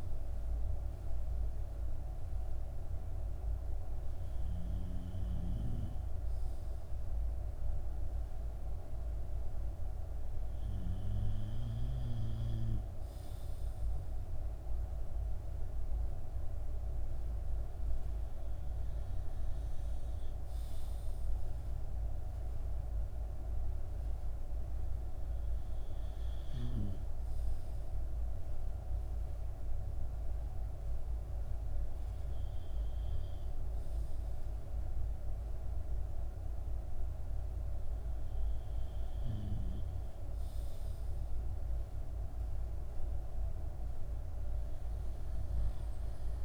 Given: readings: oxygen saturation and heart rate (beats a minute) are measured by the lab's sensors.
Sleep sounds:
breathing in sleep, hard to hear, by a room microphone; none
none scored
From the record:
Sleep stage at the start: N2 (light sleep); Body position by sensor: on the back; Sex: male

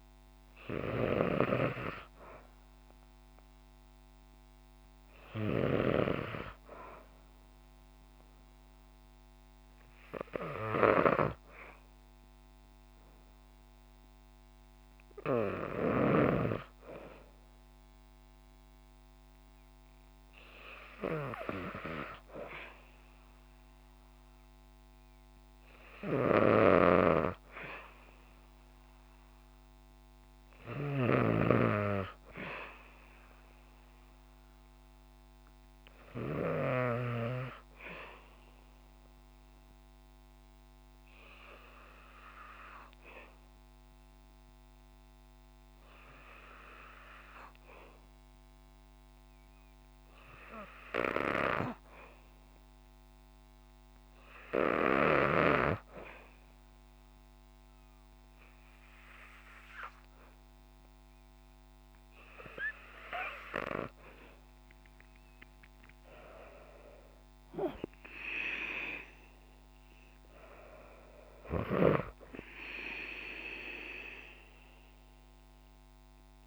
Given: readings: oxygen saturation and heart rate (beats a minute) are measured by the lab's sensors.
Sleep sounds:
breathing in sleep by a microphone on the trachea; 1
30.00-36.50 s: snoring (device-marked)
37.50-51.00 s: obstructive apnea (oxygen 97% before, 94% lowest, heart rate 63 before, 64 extreme, up 1 after)
53.50-57.00 s: arousal
From the record:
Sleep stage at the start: N2 (light sleep); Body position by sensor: on the back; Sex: female

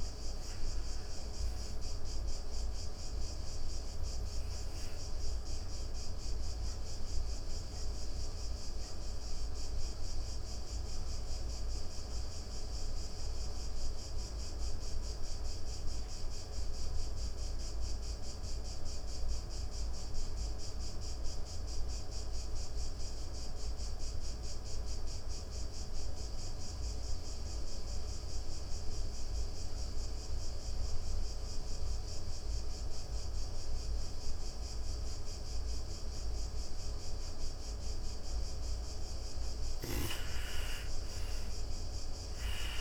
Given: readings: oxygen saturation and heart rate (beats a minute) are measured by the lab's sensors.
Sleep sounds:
breathing in sleep, hard to hear, by a room microphone; 1
0.00-23.50 s: oxygen desaturation (device-marked, oxygen 83% lowest)
5.00-37.00 s: obstructive apnea (oxygen 99% before, 83% lowest)
39.00-42.81 s: arousal
39.50-42.81 s: oxygen desaturation (device-marked, oxygen 99% before, 84% lowest)
From the record:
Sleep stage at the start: N2 (light sleep); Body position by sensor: on the back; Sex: female

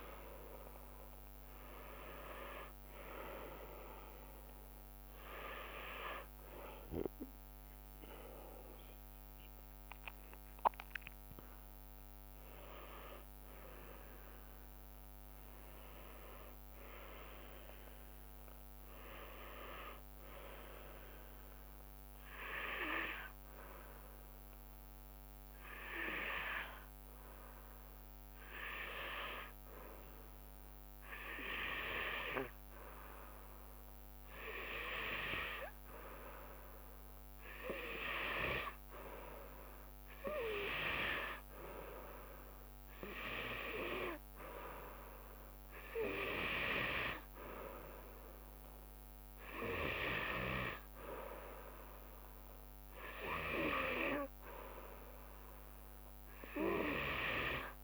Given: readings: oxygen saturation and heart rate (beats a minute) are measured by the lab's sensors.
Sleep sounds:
breathing in sleep by a microphone on the trachea; 1
0.00-17.00 s: oxygen desaturation (device-marked, oxygen 91% lowest, heart rate 67 extreme)
2.00-21.00 s: drop in pulse transit time (device-marked, heart rate 73 before, 77 extreme)
17.50-21.00 s: arousal
24.00-34.00 s: hypopnea (oxygen 96% before, 92% lowest, heart rate 80 before, 68 extreme, up 7 after)
35.50-38.50 s: arousal
From the record:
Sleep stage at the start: N2 (light sleep); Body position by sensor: on the back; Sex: female

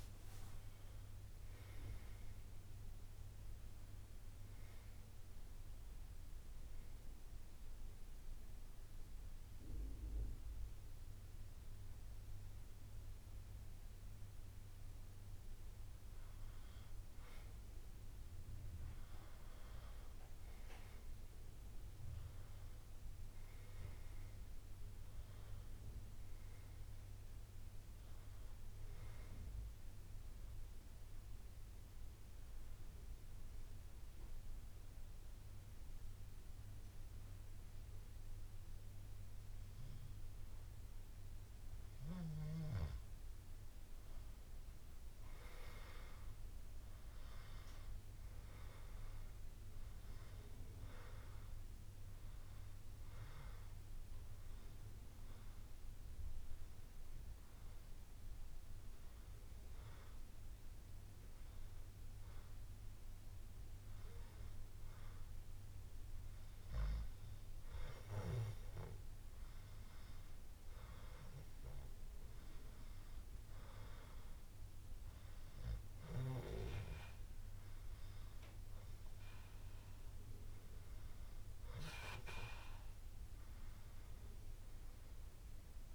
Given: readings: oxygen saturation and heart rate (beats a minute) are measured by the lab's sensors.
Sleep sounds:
breathing in sleep by a room microphone; 3
0.00-1.50 s: long interval between heartbeats (device-marked, heart rate 81 extreme)
0.00-2.50 s: arousal
0.00-3.50 s: drop in pulse transit time (device-marked, heart rate 62 extreme)
5.50-15.50 s: hypopnea (oxygen 96% before, 93% lowest, heart rate 70 before, 60 extreme, up 0 after)
19.50-23.50 s: arousal
21.50-31.50 s: drop in pulse transit time (device-marked, heart rate 65 before, 60 extreme)
24.50-40.50 s: oxygen desaturation (device-marked, oxygen 97% before, 93% lowest, heart rate 63 before, 59 extreme)
25.00-27.00 s: long interval between heartbeats (device-marked, heart rate 63 before, 64 extreme)
31.50-42.00 s: hypopnea (oxygen 97% before, 93% lowest, heart rate 63 before, 59 extreme, up 4 after)
36.50-38.50 s: bradycardia (device-marked, heart rate 70 before, 61 extreme)
42.50-52.50 s: drop in pulse transit time (device-marked, heart rate 63 before, 62 extreme)
44.50-48.00 s: arousal
51.50-62.50 s: oxygen desaturation (device-marked, oxygen 97% before, 93% lowest, heart rate 62 before, 60 extreme)
55.00-65.50 s: hypopnea (oxygen 97% before, 90% lowest, heart rate 62 before, 60 extreme, up 5 after)
63.50-65.50 s: long interval between heartbeats (device-marked, heart rate 62 before, 61 extreme)
68.50-72.00 s: arousal
From the record:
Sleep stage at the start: N2 (light sleep); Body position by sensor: on the back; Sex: male

